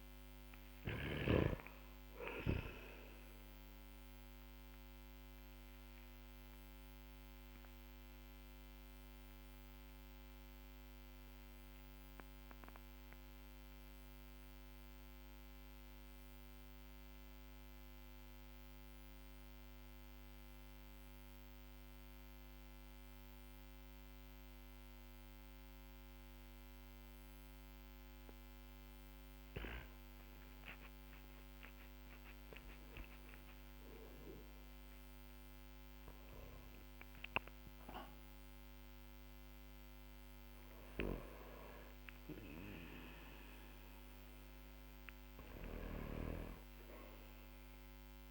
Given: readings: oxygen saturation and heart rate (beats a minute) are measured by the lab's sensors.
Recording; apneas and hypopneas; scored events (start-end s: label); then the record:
breathing in sleep by a microphone on the trachea; 1
3.00-34.00 s: oxygen desaturation (device-marked, oxygen 96% before, 91% lowest, heart rate 50 before, 43 extreme)
4.50-30.00 s: obstructive apnea (oxygen 98% before, 91% lowest, heart rate 49 before, 43 extreme, up 14 after)
32.00-37.50 s: arousal
From the record:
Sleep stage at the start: N2 (light sleep); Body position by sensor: on the back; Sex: male